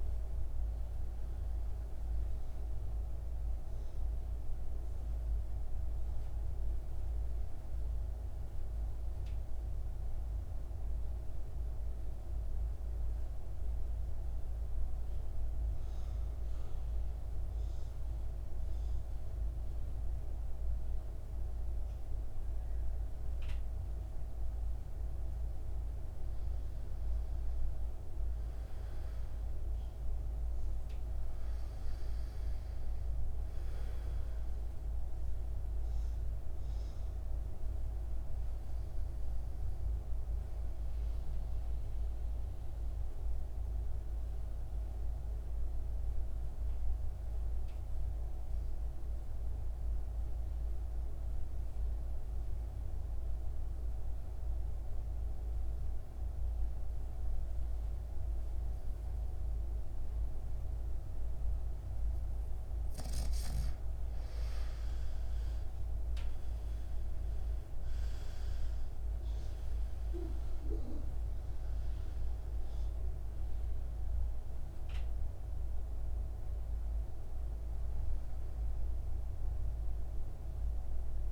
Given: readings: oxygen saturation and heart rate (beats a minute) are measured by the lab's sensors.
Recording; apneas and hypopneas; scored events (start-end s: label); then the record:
breathing in sleep, hard to hear, by a room microphone; 2
0.00-20.50 s: oxygen desaturation (device-marked, oxygen 88% lowest, heart rate 53 extreme)
8.00-26.00 s: central apnea (oxygen 100% before, 88% lowest, heart rate 62 before, 53 extreme, up 7 after)
26.50-30.50 s: arousal
31.50-54.50 s: oxygen desaturation (device-marked, oxygen 99% before, 91% lowest, heart rate 57 before, 53 extreme)
35.00-63.50 s: obstructive apnea (oxygen 99% before, 87% lowest, heart rate 57 before, 53 extreme, up 9 after)
62.50-81.31 s: oxygen desaturation (device-marked, oxygen 98% before, 87% lowest, heart rate 56 before, 53 extreme)
65.50-69.50 s: arousal
From the record:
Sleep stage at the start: N2 (light sleep); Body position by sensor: on the back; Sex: male